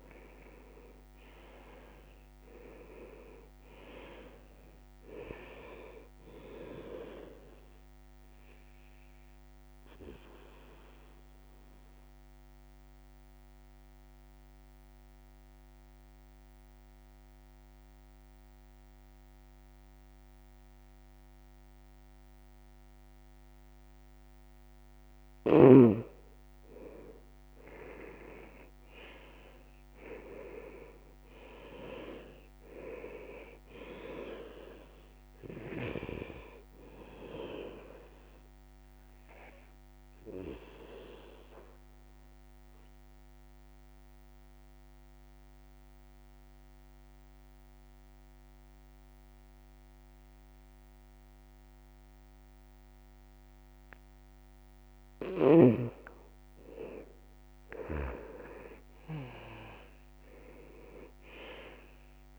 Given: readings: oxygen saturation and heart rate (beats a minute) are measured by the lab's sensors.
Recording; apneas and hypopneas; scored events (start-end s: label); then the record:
breathing in sleep by a microphone on the trachea; 2
0.00-1.50 s: oxygen desaturation (device-marked, oxygen 90% lowest, heart rate 38 extreme)
0.00-4.00 s: arousal
8.50-23.50 s: obstructive apnea (oxygen 97% before, 89% lowest, heart rate 90 before, 60 extreme, up 25 after)
15.50-29.50 s: oxygen desaturation (device-marked, oxygen 97% before, 90% lowest, heart rate 81 before, 60 extreme)
29.00-32.50 s: arousal
39.50-55.50 s: mixed apnea (oxygen 98% before, 89% lowest, heart rate 138 before, 83 extreme, up 25 after)
43.50-58.50 s: oxygen desaturation (device-marked, oxygen 97% before, 89% lowest, heart rate 123 before, 83 extreme)
58.00-62.39 s: arousal
From the record:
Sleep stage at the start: N2 (light sleep); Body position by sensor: on the back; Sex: male